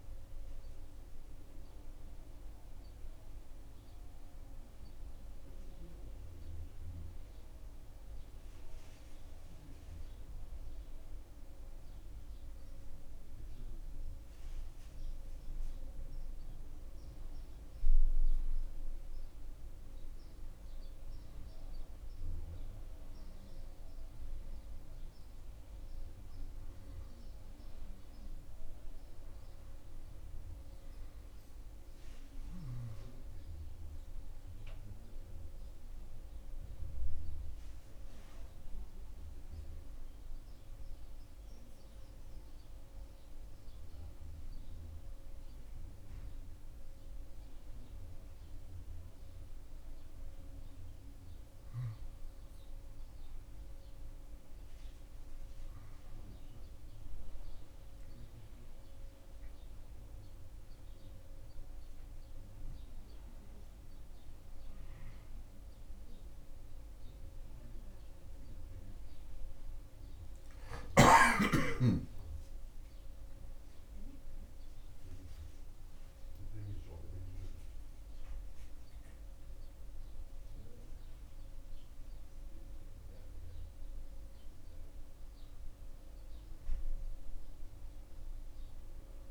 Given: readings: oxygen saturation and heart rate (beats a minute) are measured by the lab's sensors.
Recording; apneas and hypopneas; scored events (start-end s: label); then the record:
a person awake in a sleep study, hard to hear, by a room microphone; none
none scored
From the record:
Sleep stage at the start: awake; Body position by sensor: on the back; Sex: male